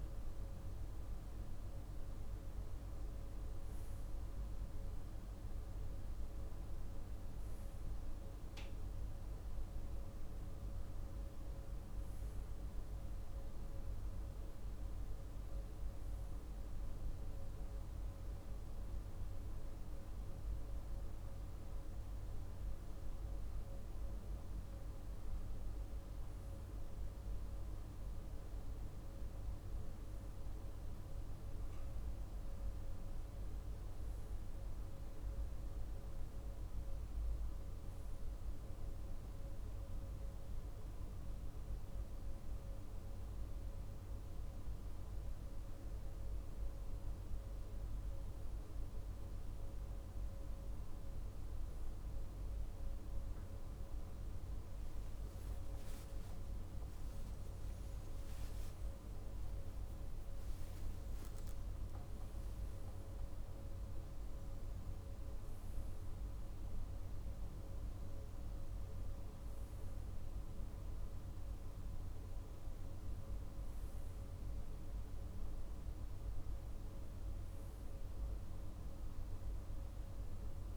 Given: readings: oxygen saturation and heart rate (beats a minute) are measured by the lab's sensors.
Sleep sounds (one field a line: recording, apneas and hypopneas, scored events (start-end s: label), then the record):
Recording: breathing in sleep, hard to hear, by a room microphone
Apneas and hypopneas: none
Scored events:
57.00-61.50 s: arousal
From the record:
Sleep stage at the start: REM sleep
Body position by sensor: on the right side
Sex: male